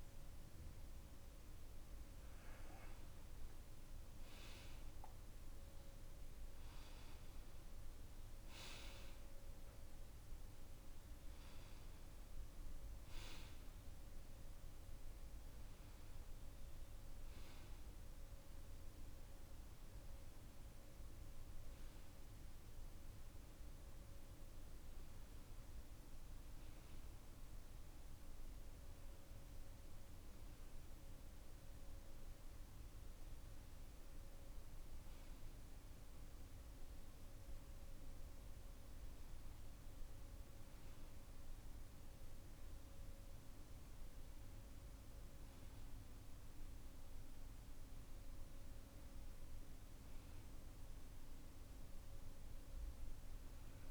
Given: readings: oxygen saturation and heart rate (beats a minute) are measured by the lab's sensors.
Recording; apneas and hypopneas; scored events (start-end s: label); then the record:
breathing in sleep, hard to hear, by a room microphone; none
none scored
From the record:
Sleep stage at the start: N2 (light sleep); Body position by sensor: on the back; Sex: male